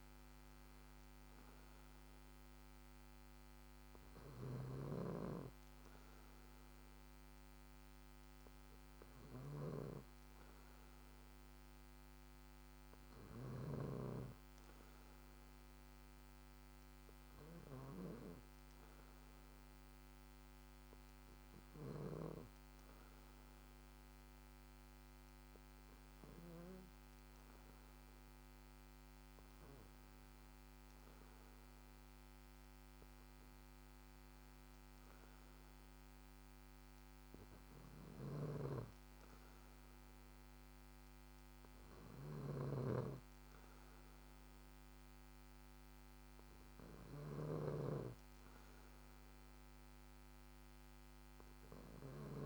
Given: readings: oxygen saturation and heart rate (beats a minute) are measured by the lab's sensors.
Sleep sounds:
breathing in sleep by a microphone on the trachea; none
4.50-14.00 s: snoring (device-marked)
38.00-52.46 s: snoring (device-marked)
From the record:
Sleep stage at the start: N2 (light sleep); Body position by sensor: on the back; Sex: male

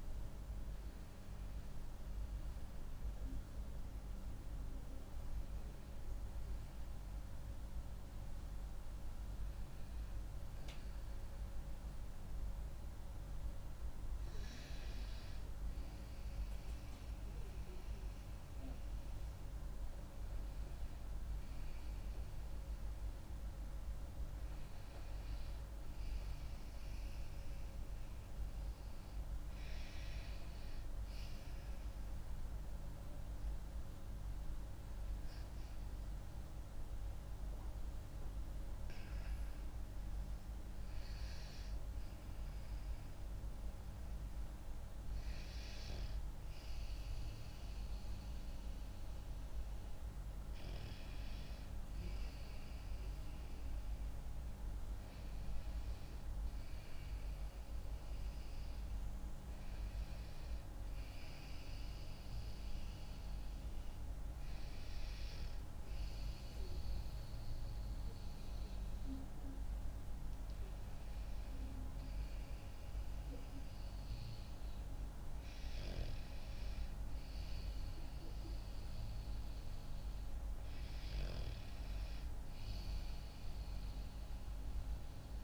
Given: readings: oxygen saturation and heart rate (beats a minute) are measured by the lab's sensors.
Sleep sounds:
breathing in sleep, hard to hear, by a room microphone; none
35.50-40.50 s: arousal
57.50-85.44 s: new sleep stage, N2 (light sleep)
From the record:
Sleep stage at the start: N1 (lightest sleep); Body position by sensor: on the back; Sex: female

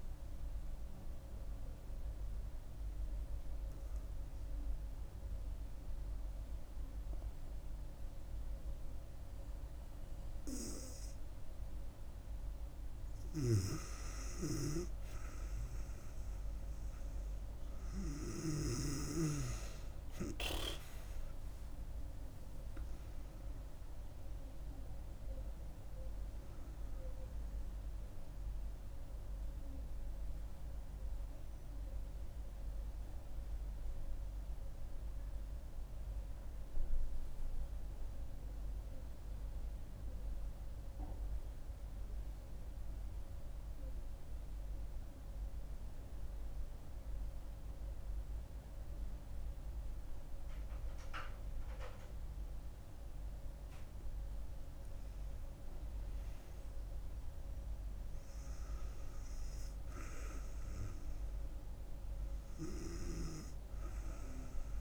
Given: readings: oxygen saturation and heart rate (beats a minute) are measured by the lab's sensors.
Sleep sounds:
breathing in sleep by a room microphone; 2
1.00-12.00 s: obstructive apnea (oxygen 97% before, 91% lowest, heart rate 71 before, 61 extreme, up 4 after)
11.00-42.00 s: oxygen desaturation (device-marked, oxygen 97% before, 91% lowest, heart rate 68 before, 60 extreme)
14.50-19.00 s: arousal
27.50-54.00 s: mixed apnea (oxygen 97% before, 91% lowest, heart rate 72 before, 60 extreme, up 6 after)
53.00-64.81 s: oxygen desaturation (device-marked, oxygen 99% before, 93% lowest, heart rate 65 before, 66 extreme)
56.50-60.00 s: arousal
From the record:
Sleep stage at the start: N2 (light sleep); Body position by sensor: on the back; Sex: female

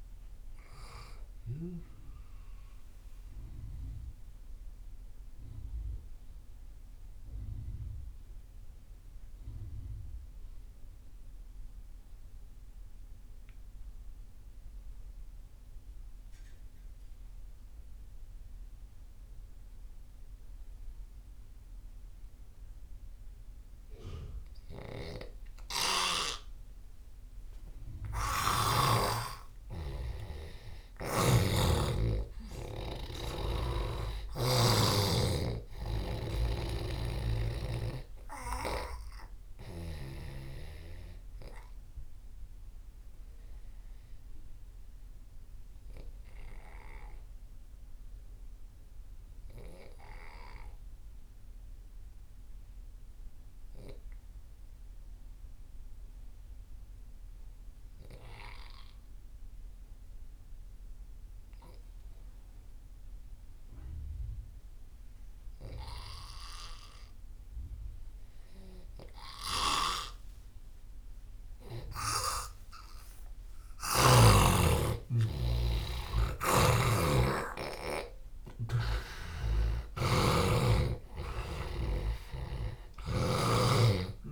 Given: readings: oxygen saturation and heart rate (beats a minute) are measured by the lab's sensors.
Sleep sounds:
breathing in sleep by a room microphone; 2
0.00-11.50 s: oxygen desaturation (device-marked, oxygen 85% lowest)
2.50-29.00 s: mixed apnea (oxygen 97% before, 85% lowest)
28.00-34.50 s: snoring (device-marked)
28.50-55.50 s: oxygen desaturation (device-marked, oxygen 99% before, 92% lowest)
30.50-34.50 s: arousal
36.50-40.00 s: snoring (device-marked)
43.00-70.50 s: obstructive apnea (oxygen 99% before, 86% lowest)
66.50-84.32 s: oxygen desaturation (device-marked, oxygen 98% before, 86% lowest)
69.00-74.00 s: snoring (device-marked)
72.50-77.50 s: arousal
76.00-79.50 s: snoring (device-marked)
From the record:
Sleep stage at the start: N2 (light sleep); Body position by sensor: on the left side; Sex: male

